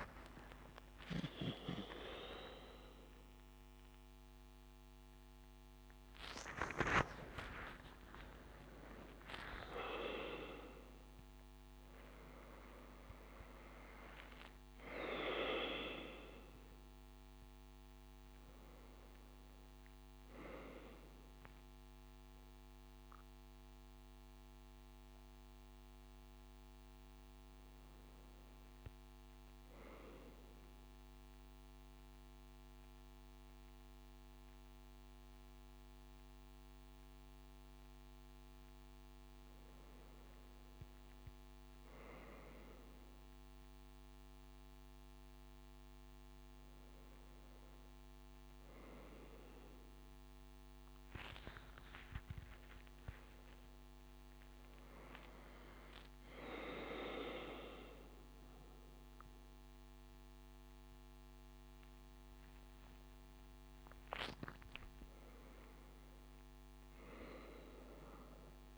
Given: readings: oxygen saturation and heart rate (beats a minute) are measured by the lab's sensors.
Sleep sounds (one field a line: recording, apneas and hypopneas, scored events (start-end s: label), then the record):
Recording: a person awake in a sleep study, by a microphone on the trachea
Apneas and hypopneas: none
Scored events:
47.50-56.50 s: oxygen desaturation (device-marked, oxygen 99% before, 95% lowest, heart rate 72 before, 71 extreme)
From the record:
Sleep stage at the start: awake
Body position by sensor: on the front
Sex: male